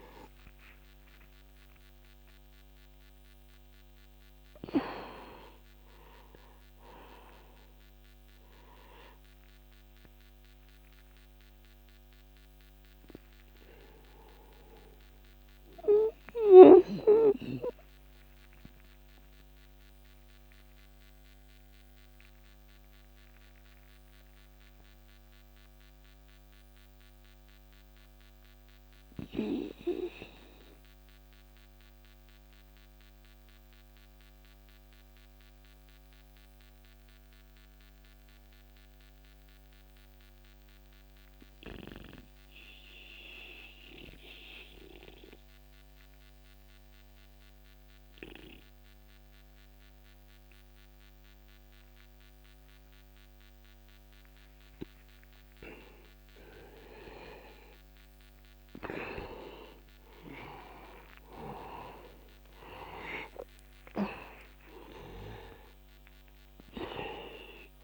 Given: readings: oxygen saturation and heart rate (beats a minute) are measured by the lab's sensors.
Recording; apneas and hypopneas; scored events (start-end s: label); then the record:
breathing in sleep by a microphone on the trachea; 1
0.00-24.00 s: oxygen desaturation (device-marked, oxygen 86% lowest, heart rate 61 extreme)
16.00-20.50 s: arousal
22.50-59.50 s: mixed apnea (oxygen 95% before, 86% lowest, heart rate 66 before, 61 extreme, up 9 after)
55.00-67.84 s: oxygen desaturation (device-marked, oxygen 97% before, 92% lowest, heart rate 62 before, 62 extreme)
60.50-65.00 s: arousal
From the record:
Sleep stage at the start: N1 (lightest sleep); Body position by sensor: on the back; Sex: male